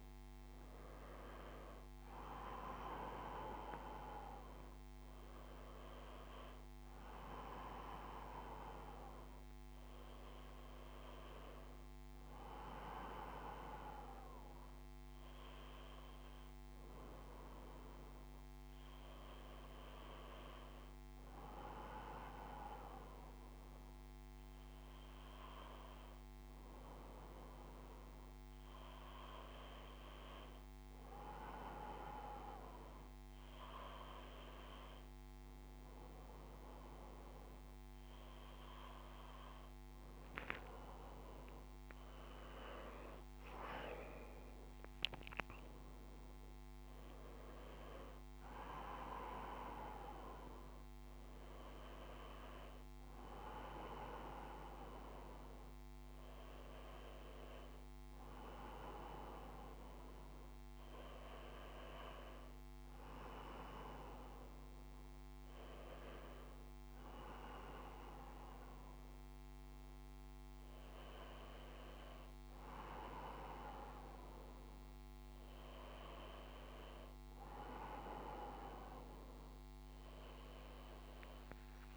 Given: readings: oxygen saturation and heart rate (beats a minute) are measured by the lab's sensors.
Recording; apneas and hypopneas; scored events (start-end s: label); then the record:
a person awake in a sleep study, by a microphone on the trachea; none
0.50-81.96 s: new sleep stage, awake
From the record:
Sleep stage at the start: N1 (lightest sleep); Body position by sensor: on the back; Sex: male